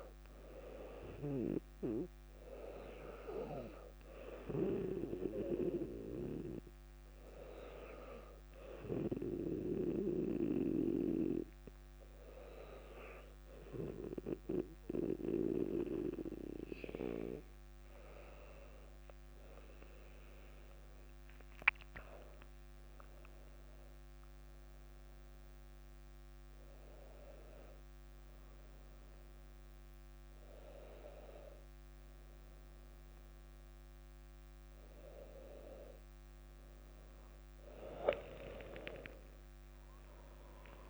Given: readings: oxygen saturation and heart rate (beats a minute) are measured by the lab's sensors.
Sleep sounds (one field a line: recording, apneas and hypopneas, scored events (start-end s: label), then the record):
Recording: breathing in sleep by a microphone on the trachea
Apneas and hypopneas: 1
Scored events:
0.00-17.00 s: oxygen desaturation (device-marked, oxygen 99% before, 95% lowest, heart rate 59 before, 58 extreme)
6.00-17.00 s: hypopnea (oxygen 100% before, 94% lowest, heart rate 59 before, 58 extreme, up 6 after)
20.50-24.00 s: arousal
From the record:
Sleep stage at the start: N2 (light sleep)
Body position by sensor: on the back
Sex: female